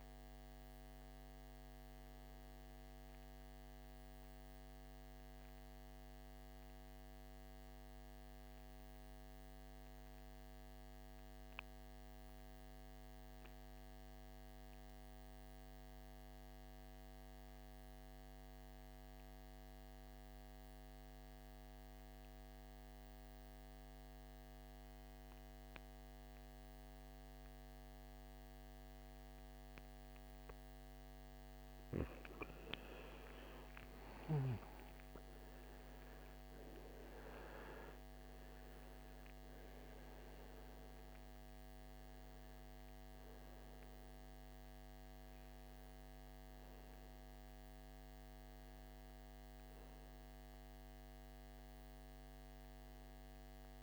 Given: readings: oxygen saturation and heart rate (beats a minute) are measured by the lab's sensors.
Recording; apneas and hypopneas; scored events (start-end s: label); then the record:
breathing in sleep, hard to hear, by a microphone on the trachea; 1
0.00-14.00 s: oxygen desaturation (device-marked, oxygen 83% lowest, heart rate 52 extreme)
9.50-30.50 s: mixed apnea (oxygen 99% before, 85% lowest, heart rate 64 before, 53 extreme, up 16 after)
30.00-53.83 s: oxygen desaturation (device-marked, oxygen 99% before, 85% lowest, heart rate 55 before, 52 extreme)
32.50-37.00 s: arousal
From the record:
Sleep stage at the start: N2 (light sleep); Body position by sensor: on the back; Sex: male